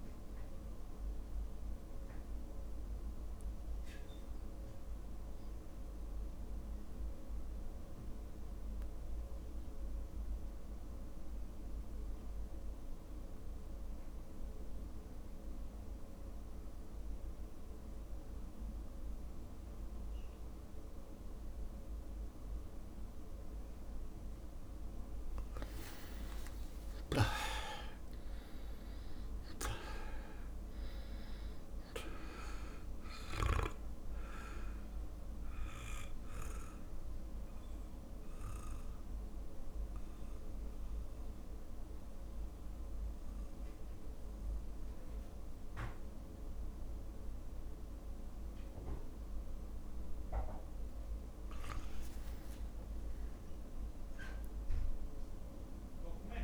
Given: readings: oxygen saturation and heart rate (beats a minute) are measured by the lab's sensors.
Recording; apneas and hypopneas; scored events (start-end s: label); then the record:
breathing in sleep by a room microphone; 2
0.00-1.50 s: oxygen desaturation (device-marked, oxygen 93% lowest, heart rate 53 extreme)
0.00-4.50 s: drop in pulse transit time (device-marked, heart rate 53 extreme)
3.00-24.50 s: mixed apnea (oxygen 98% before, 89% lowest, heart rate 56 before, 53 extreme, up 4 after)
27.00-30.00 s: arousal
29.50-56.44 s: oxygen desaturation (device-marked, oxygen 98% before, 89% lowest, heart rate 55 before, 53 extreme)
36.50-50.50 s: central apnea (oxygen 98% before, 89% lowest, heart rate 56 before, 53 extreme, up 4 after)
51.50-56.44 s: drop in pulse transit time (device-marked, heart rate 55 before, 55 extreme)
53.00-56.00 s: arousal
From the record:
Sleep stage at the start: N2 (light sleep); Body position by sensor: on the back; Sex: male